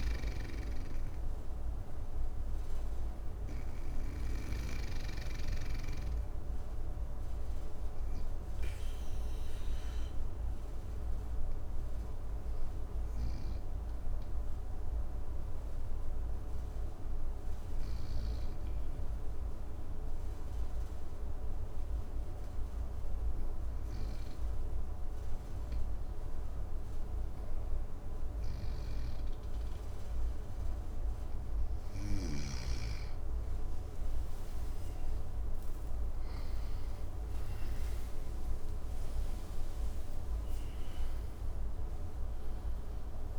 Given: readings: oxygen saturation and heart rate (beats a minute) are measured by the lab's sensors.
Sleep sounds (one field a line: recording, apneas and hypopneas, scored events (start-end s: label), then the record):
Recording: breathing in sleep, hard to hear, by a room microphone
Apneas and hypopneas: 1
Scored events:
0.00-3.00 s: snoring (device-marked)
9.50-30.50 s: obstructive apnea (oxygen 98% before, 94% lowest, heart rate 60 before, 56 extreme, up 12 after)
31.00-35.50 s: snoring (device-marked)
32.50-38.50 s: arousal
From the record:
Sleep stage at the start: N2 (light sleep)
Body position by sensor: on the right side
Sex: male